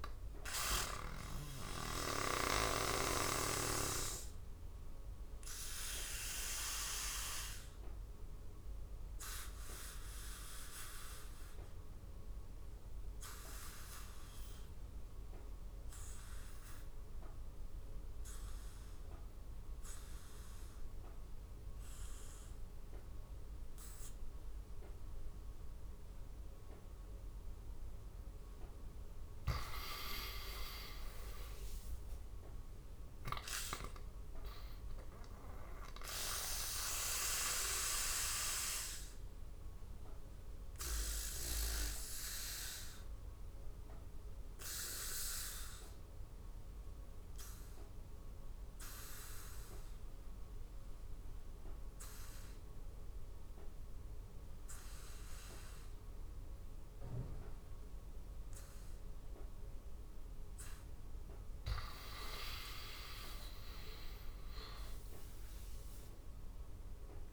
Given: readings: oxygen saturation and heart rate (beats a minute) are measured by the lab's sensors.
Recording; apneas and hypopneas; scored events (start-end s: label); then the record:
breathing in sleep by a room microphone; 2
0.50-27.50 s: obstructive apnea (oxygen 99% before, 86% lowest, heart rate 74 before, 73 extreme, up 5 after)
16.50-26.50 s: oxygen desaturation (device-marked, oxygen 96% before, 88% lowest, heart rate 79 before, 75 extreme)
29.50-33.00 s: arousal
36.50-60.50 s: oxygen desaturation (device-marked, oxygen 99% before, 86% lowest, heart rate 78 before, 65 extreme)
40.00-61.00 s: obstructive apnea (oxygen 99% before, 86% lowest, heart rate 79 before, 65 extreme, up 8 after)
62.00-66.00 s: arousal
From the record:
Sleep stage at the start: N2 (light sleep); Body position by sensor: on the back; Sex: male